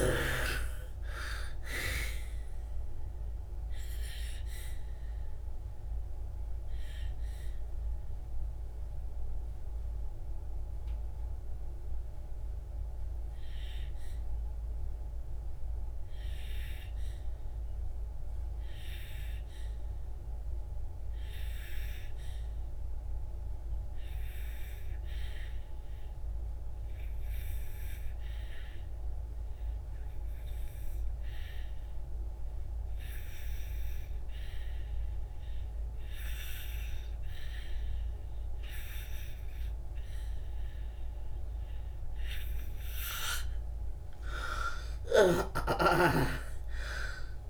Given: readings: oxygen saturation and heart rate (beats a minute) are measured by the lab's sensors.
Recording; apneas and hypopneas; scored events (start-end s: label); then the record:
breathing in sleep by a room microphone; 1
0.00-19.50 s: oxygen desaturation (device-marked, oxygen 65% lowest, heart rate 51 extreme)
2.50-43.00 s: obstructive apnea (oxygen 92% before, 65% lowest, heart rate 58 before, 56 extreme, up 22 after)
30.50-47.50 s: oxygen desaturation (device-marked, oxygen 96% before, 66% lowest, heart rate 71 before, 56 extreme)
44.00-47.50 s: arousal
From the record:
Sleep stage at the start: N2 (light sleep); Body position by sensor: on the back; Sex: female